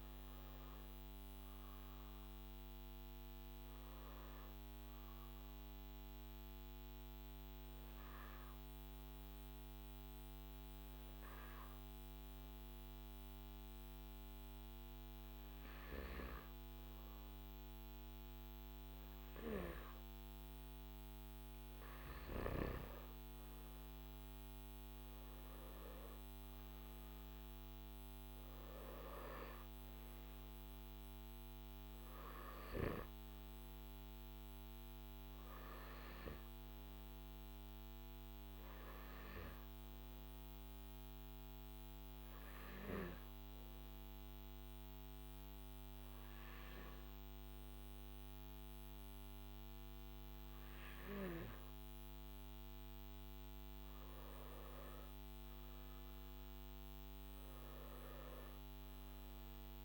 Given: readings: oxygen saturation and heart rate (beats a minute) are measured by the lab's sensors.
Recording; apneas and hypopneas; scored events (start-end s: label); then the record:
breathing in sleep, hard to hear, by a microphone on the trachea; 2
6.00-19.50 s: hypopnea (oxygen 96% before, 94% lowest, heart rate 57 before, 51 extreme, up 9 after)
40.50-54.50 s: hypopnea (oxygen 97% before, 95% lowest, heart rate 56 before, 51 extreme, up 9 after)
From the record:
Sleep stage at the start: N3 (deep sleep); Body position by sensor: on the back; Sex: male